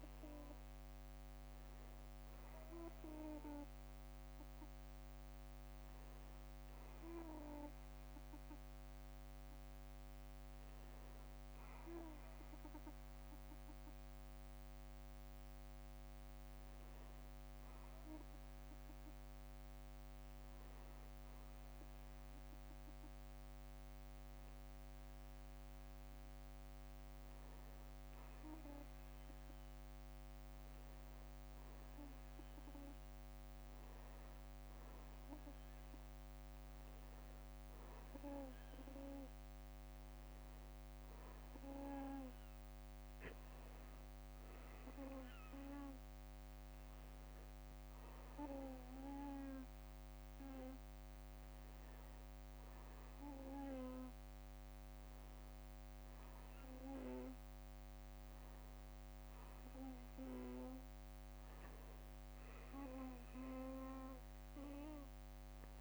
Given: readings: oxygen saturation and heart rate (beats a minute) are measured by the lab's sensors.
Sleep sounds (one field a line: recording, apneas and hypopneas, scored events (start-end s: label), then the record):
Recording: breathing in sleep by a microphone on the trachea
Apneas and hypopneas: 2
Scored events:
4.50-41.00 s: obstructive apnea (oxygen 95% before, 94% lowest, heart rate 57 before, 49 extreme, up 8 after)
13.00-65.81 s: new sleep stage, N2 (light sleep)
24.50-26.50 s: long interval between heartbeats (device-marked, heart rate 60 before, 62 extreme)
38.50-40.50 s: long interval between heartbeats (device-marked, heart rate 58 before, 69 extreme)
43.50-47.50 s: arousal
50.50-61.00 s: obstructive apnea (oxygen 97% before, 94% lowest, heart rate 59 before, 51 extreme, up 12 after)
63.00-65.81 s: arousal
From the record:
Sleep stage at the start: N1 (lightest sleep)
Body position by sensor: on the back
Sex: male